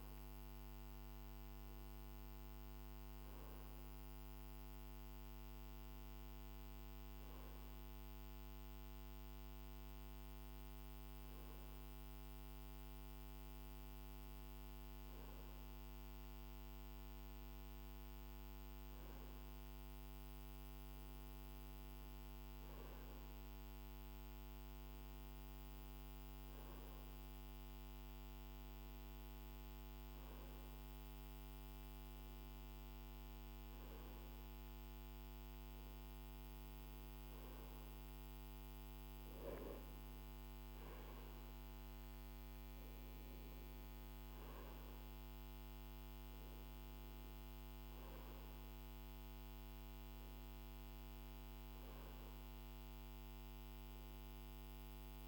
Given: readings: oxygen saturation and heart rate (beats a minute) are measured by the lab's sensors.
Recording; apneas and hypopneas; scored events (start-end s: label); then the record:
breathing in sleep, hard to hear, by a microphone on the trachea; none
none scored
From the record:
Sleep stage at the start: N2 (light sleep); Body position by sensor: on the right side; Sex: male